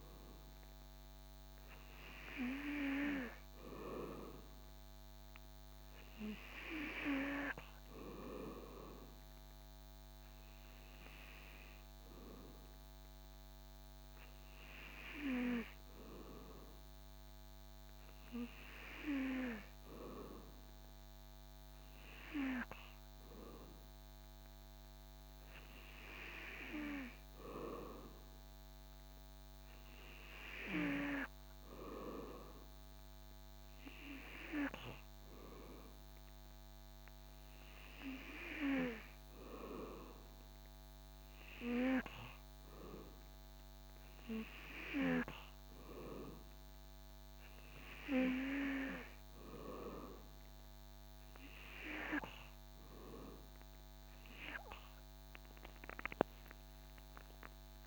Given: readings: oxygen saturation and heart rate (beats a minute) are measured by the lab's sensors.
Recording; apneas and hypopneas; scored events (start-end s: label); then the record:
breathing in sleep by a microphone on the trachea; none
none scored
From the record:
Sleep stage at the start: N2 (light sleep); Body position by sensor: on the back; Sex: male